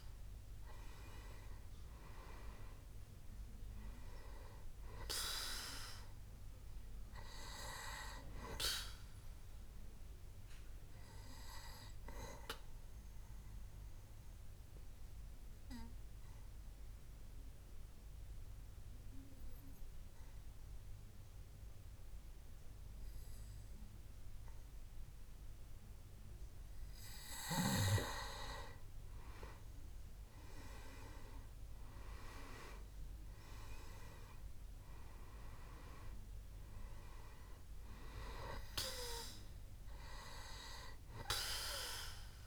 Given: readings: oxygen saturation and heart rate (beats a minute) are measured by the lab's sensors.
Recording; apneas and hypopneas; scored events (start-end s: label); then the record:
breathing in sleep by a room microphone; 1
0.00-23.00 s: oxygen desaturation (device-marked, oxygen 92% lowest, heart rate 63 extreme)
11.00-27.50 s: obstructive apnea (oxygen 98% before, 90% lowest, heart rate 68 before, 65 extreme, up 6 after)
29.50-33.50 s: arousal
35.00-42.47 s: oxygen desaturation (device-marked, oxygen 98% before, 92% lowest, heart rate 66 before, 66 extreme)
From the record:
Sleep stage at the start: N2 (light sleep); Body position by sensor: on the back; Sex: male